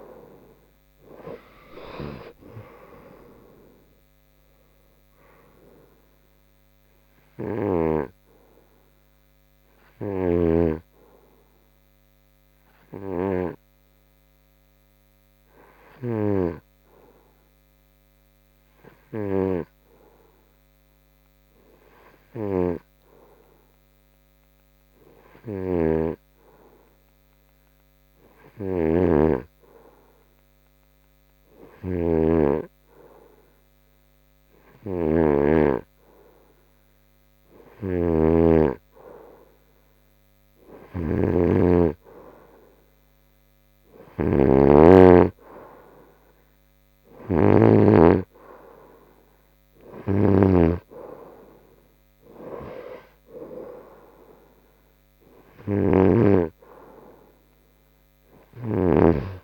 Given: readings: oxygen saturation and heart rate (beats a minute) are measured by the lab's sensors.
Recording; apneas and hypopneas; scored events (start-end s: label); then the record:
breathing in sleep by a microphone on the trachea; 1
0.00-1.50 s: arousal
0.00-6.00 s: oxygen desaturation (device-marked, oxygen 90% lowest, heart rate 69 extreme)
9.50-36.50 s: hypopnea (oxygen 93% before, 90% lowest, heart rate 76 before, 71 extreme, up 0 after)
38.00-41.50 s: arousal
40.00-59.44 s: oxygen desaturation (device-marked, oxygen 97% before, 90% lowest, heart rate 74 before, 73 extreme)
From the record:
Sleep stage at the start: N2 (light sleep); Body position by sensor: on the front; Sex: male